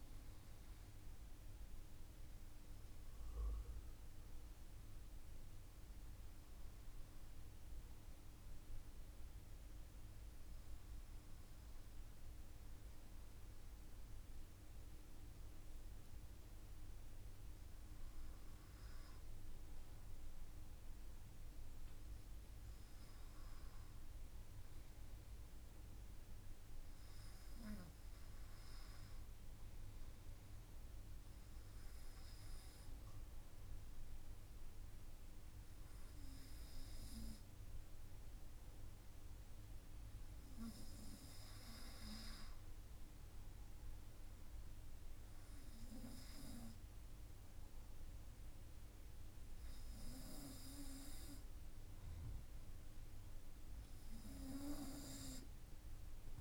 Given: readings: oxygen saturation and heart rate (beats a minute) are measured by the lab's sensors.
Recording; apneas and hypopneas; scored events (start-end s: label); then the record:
breathing in sleep by a room microphone; none
none scored
From the record:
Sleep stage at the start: N2 (light sleep); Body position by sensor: on the front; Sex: male